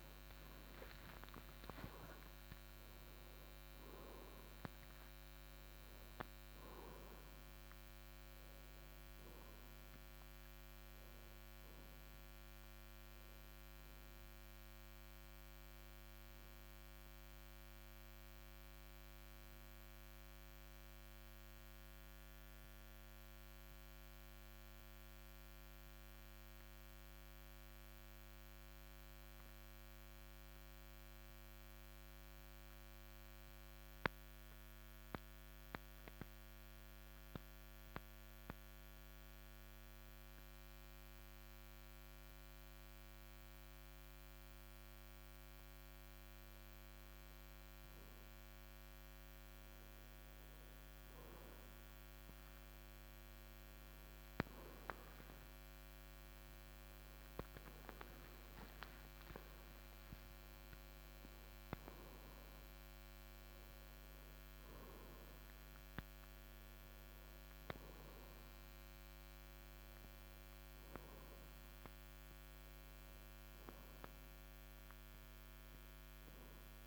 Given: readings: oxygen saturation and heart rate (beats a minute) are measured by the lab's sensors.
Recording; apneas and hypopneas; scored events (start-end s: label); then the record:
breathing in sleep by a microphone on the trachea; 1
0.00-1.00 s: arousal
12.50-34.50 s: oxygen desaturation (device-marked, oxygen 91% before, 87% lowest, heart rate 58 before, 50 extreme)
17.50-45.50 s: obstructive apnea (oxygen 93% before, 87% lowest, heart rate 58 before, 50 extreme, up 5 after)
48.50-54.50 s: arousal
67.50-76.87 s: oxygen desaturation (device-marked, oxygen 95% before, 89% lowest, heart rate 57 before, 54 extreme)
From the record:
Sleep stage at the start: N2 (light sleep); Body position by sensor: on the right side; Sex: male